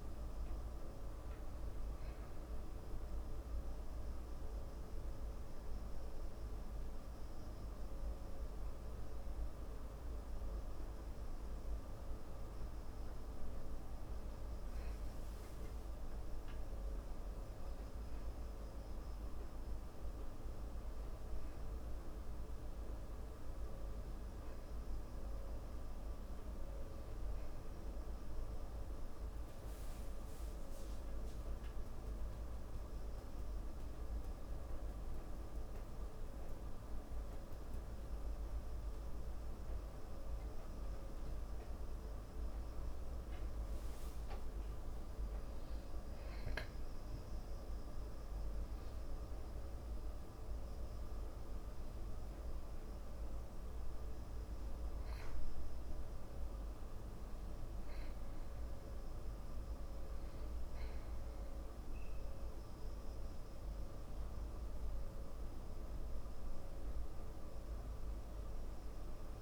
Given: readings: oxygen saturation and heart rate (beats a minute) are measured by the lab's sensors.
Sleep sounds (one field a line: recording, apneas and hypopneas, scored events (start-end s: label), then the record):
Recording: breathing in sleep, hard to hear, by a room microphone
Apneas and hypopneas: 1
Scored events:
12.00-69.42 s: new sleep stage, N2 (light sleep)
29.50-39.50 s: hypopnea (oxygen 97% before, 95% lowest, heart rate 55 before, 55 extreme, up 1 after)
43.50-48.00 s: arousal
From the record:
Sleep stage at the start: N1 (lightest sleep)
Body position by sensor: on the back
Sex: male